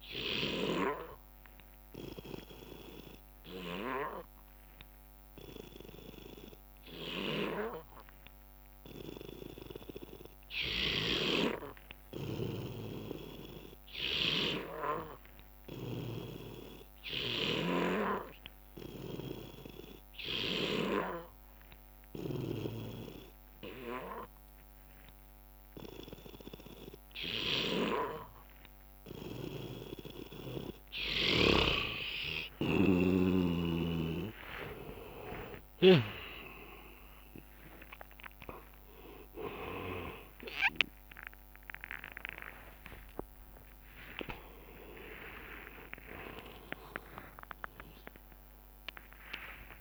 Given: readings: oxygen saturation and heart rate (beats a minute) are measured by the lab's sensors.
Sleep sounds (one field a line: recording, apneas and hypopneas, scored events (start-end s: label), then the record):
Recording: a person partly awake in a sleep study, by a microphone on the trachea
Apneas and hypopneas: 1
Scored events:
12.00-21.00 s: snoring (device-marked)
15.50-30.00 s: obstructive apnea (oxygen 92% before, 89% lowest, heart rate 70 before, 70 extreme, up 8 after)
26.00-49.81 s: new sleep stage, awake
28.00-30.00 s: long interval between heartbeats (device-marked, heart rate 71 before, 78 extreme)
35.00-49.00 s: drop in pulse transit time (device-marked, heart rate 73 before, 73 extreme)
43.00-49.81 s: tachycardia (device-marked, heart rate 68 before, 143 extreme)
45.00-47.00 s: long interval between heartbeats (device-marked, heart rate 79 before, 100 extreme)
48.00-49.81 s: long interval between heartbeats (device-marked, heart rate 84 before, 118 extreme)
From the record:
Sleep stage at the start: N3 (deep sleep)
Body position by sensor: on the back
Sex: male